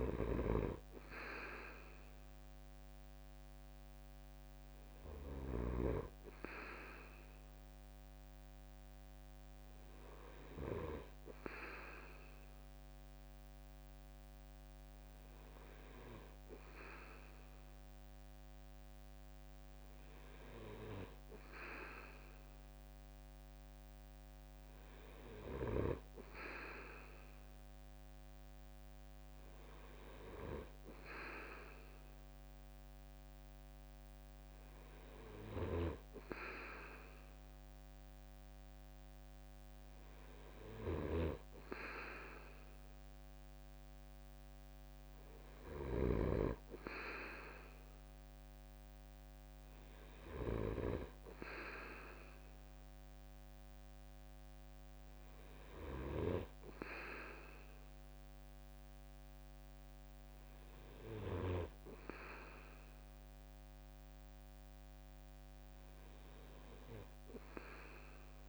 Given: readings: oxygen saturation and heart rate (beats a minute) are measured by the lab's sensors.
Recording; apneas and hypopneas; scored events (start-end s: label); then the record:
breathing in sleep by a microphone on the trachea; none
21.00-68.49 s: new sleep stage, N2 (light sleep)
35.00-46.00 s: snoring (device-marked)
From the record:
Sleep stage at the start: N1 (lightest sleep); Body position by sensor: on the right side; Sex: male